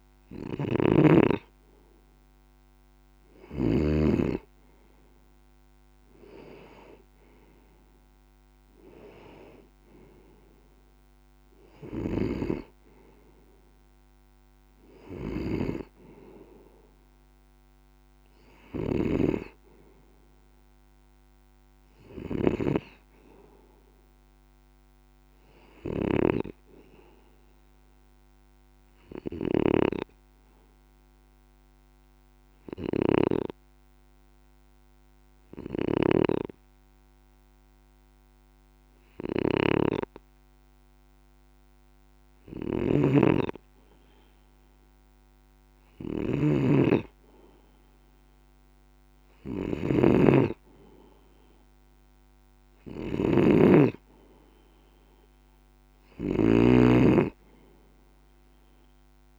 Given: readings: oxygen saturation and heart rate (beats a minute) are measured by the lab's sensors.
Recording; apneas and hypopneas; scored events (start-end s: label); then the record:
breathing in sleep by a microphone on the trachea; 1
0.00-3.50 s: snoring (device-marked)
0.00-4.00 s: oxygen desaturation (device-marked, oxygen 94% lowest)
8.50-12.50 s: arousal
11.50-59.38 s: snoring (device-marked)
28.00-43.00 s: hypopnea (oxygen 96% before, 94% lowest)
47.00-50.50 s: arousal
From the record:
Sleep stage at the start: N2 (light sleep); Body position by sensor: on the left side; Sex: male